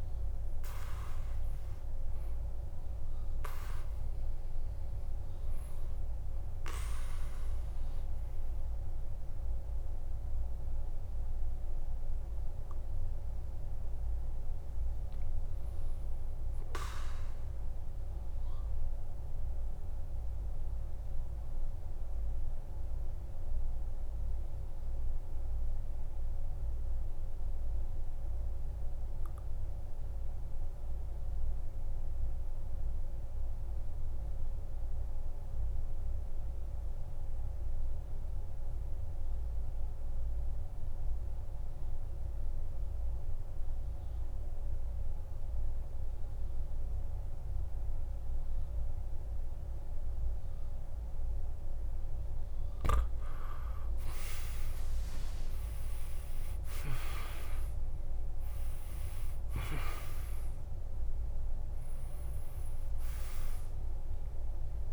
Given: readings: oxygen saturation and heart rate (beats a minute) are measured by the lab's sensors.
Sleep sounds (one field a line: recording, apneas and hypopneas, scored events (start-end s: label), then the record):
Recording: breathing in sleep by a room microphone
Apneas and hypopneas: 1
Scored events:
3.50-64.92 s: new sleep stage, N2 (light sleep)
19.00-52.00 s: obstructive apnea (oxygen 98% before, 84% lowest, heart rate 59 before, 52 extreme, up 16 after)
40.50-64.92 s: oxygen desaturation (device-marked, oxygen 96% before, 84% lowest, heart rate 55 before, 52 extreme)
54.50-58.50 s: arousal
From the record:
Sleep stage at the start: N1 (lightest sleep)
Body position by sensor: on the back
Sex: male